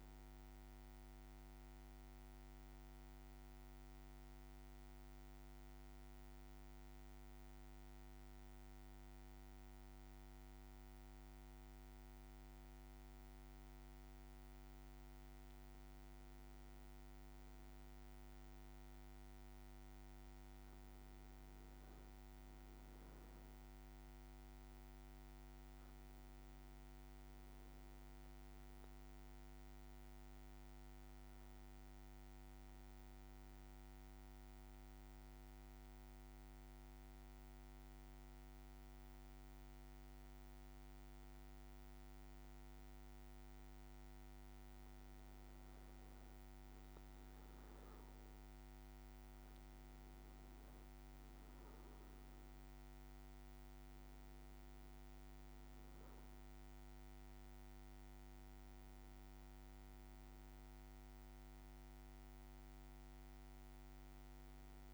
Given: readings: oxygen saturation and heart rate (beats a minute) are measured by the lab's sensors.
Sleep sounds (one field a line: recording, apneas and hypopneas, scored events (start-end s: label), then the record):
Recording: breathing in sleep, hard to hear, by a microphone on the trachea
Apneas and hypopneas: 2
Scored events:
0.00-7.50 s: oxygen desaturation (device-marked, oxygen 93% lowest, heart rate 55 extreme)
1.50-15.00 s: central apnea (oxygen 97% before, 94% lowest, heart rate 58 before, 54 extreme, up 3 after)
17.50-22.50 s: arousal
23.50-42.50 s: oxygen desaturation (device-marked, oxygen 98% before, 95% lowest, heart rate 56 before, 54 extreme)
33.50-45.00 s: mixed apnea (oxygen 98% before, 94% lowest, heart rate 57 before, 54 extreme, up 3 after)
48.00-53.00 s: arousal
From the record:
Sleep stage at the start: N1 (lightest sleep)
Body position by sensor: on the back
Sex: male